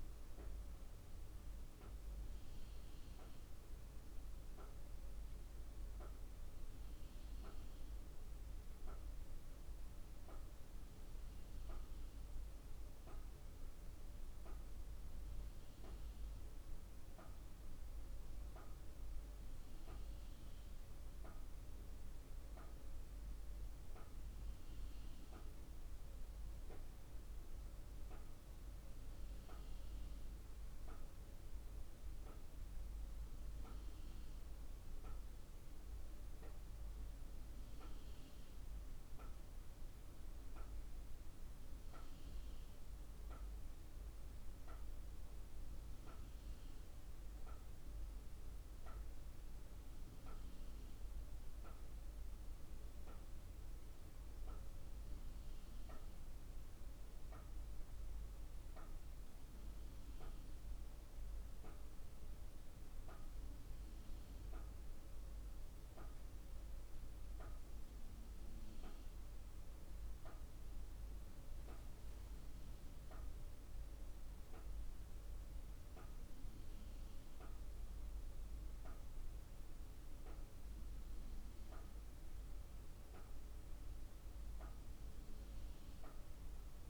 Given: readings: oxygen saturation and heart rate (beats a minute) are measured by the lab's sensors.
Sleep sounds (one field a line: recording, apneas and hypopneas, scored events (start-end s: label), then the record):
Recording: breathing in sleep, hard to hear, by a room microphone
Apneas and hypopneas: none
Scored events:
none scored
From the record:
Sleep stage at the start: N2 (light sleep)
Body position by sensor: on the right side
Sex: female